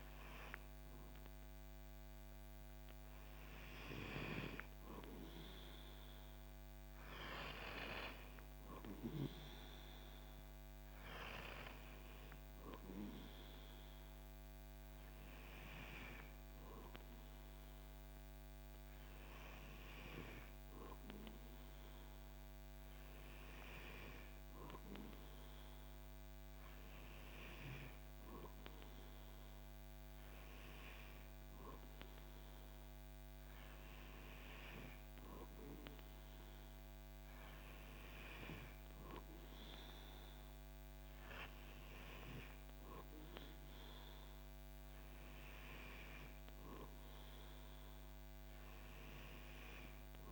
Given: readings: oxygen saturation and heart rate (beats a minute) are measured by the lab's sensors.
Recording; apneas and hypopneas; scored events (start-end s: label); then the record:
breathing in sleep by a microphone on the trachea; none
none scored
From the record:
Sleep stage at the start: N2 (light sleep); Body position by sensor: on the back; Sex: male